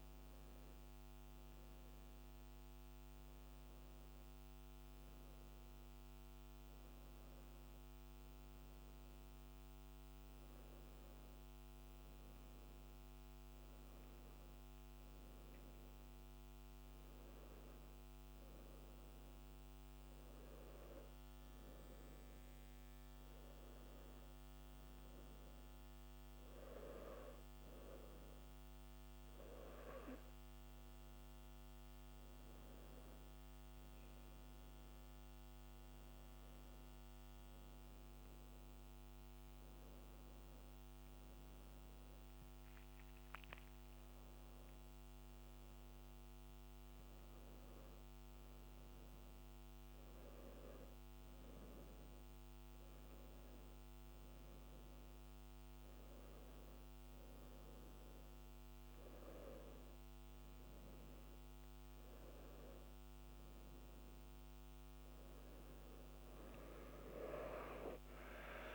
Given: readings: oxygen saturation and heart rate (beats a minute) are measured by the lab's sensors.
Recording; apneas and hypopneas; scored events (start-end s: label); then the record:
breathing in sleep by a microphone on the trachea; none
none scored
From the record:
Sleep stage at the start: N2 (light sleep); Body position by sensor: on the back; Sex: male